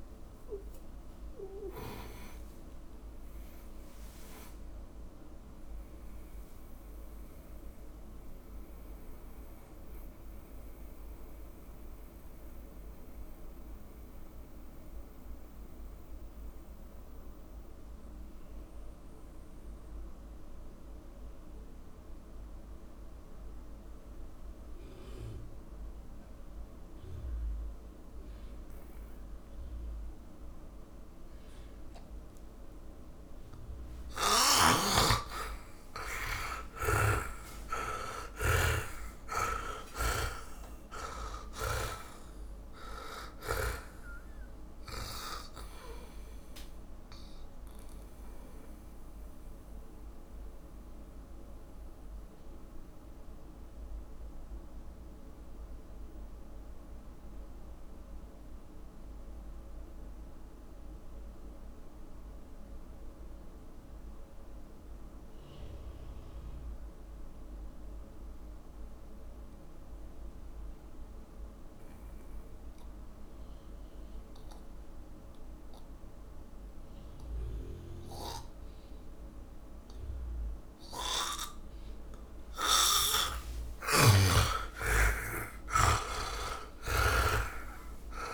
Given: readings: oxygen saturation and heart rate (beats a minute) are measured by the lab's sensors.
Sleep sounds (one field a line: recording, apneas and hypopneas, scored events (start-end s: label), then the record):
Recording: breathing in sleep by a room microphone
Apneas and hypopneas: 2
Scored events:
0.00-2.50 s: tachycardia (device-marked, heart rate 188 extreme)
4.50-32.50 s: mixed apnea (oxygen 99% before, 79% lowest, heart rate 104 before, 51 extreme, up 11 after)
29.50-65.50 s: oxygen desaturation (device-marked, oxygen 100% before, 79% lowest, heart rate 64 before, 46 extreme)
35.50-40.50 s: arousal
37.00-40.50 s: snoring (device-marked)
46.00-83.00 s: mixed apnea (oxygen 100% before, 77% lowest, heart rate 60 before, 46 extreme, up 33 after)
73.50-88.34 s: oxygen desaturation (device-marked, oxygen 100% before, 77% lowest, heart rate 55 before, 46 extreme)
83.50-88.34 s: snoring (device-marked)
84.00-88.34 s: arousal
From the record:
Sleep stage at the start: N2 (light sleep)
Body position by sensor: on the back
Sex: male